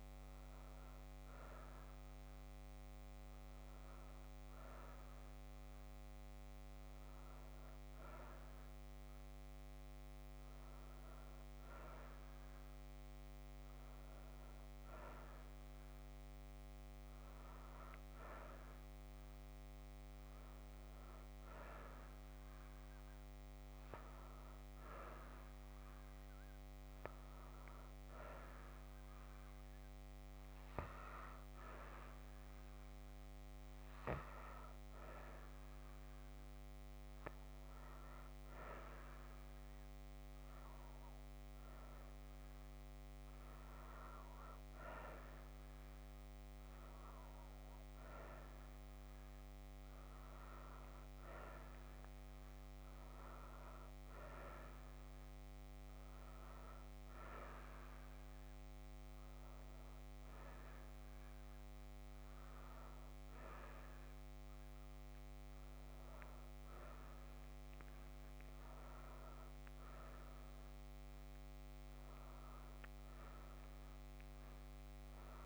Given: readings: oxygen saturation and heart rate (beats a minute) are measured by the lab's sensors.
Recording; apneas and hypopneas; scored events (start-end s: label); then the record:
a person partly awake in a sleep study, by a microphone on the trachea; none
3.00-75.46 s: new sleep stage, N2 (light sleep)
From the record:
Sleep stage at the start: awake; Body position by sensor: on the right side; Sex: female